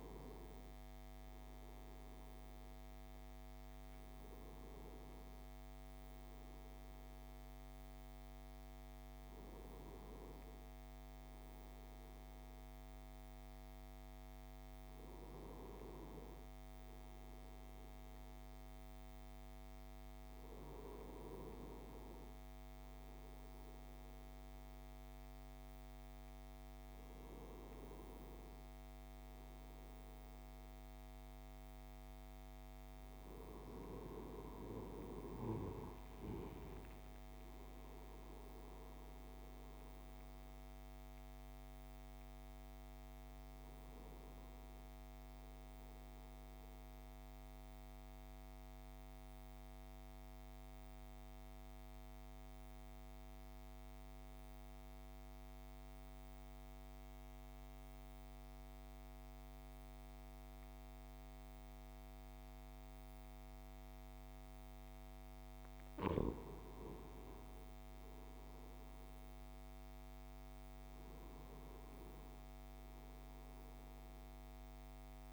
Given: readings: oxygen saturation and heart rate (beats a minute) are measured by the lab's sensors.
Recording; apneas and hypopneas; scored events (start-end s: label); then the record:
a person partly awake in a sleep study, by a microphone on the trachea; 1
30.00-60.00 s: new sleep stage, N1 (lightest sleep)
46.50-65.00 s: central apnea (oxygen 97% before, 93% lowest, heart rate 65 before, 61 extreme, up 10 after)
60.00-75.33 s: new sleep stage, N2 (light sleep)
67.00-72.00 s: arousal
69.00-75.33 s: oxygen desaturation (device-marked, oxygen 99% before, 93% lowest, heart rate 65 before, 63 extreme)
From the record:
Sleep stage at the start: awake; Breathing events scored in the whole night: 519 in 6.8 hours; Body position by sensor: on the right side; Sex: male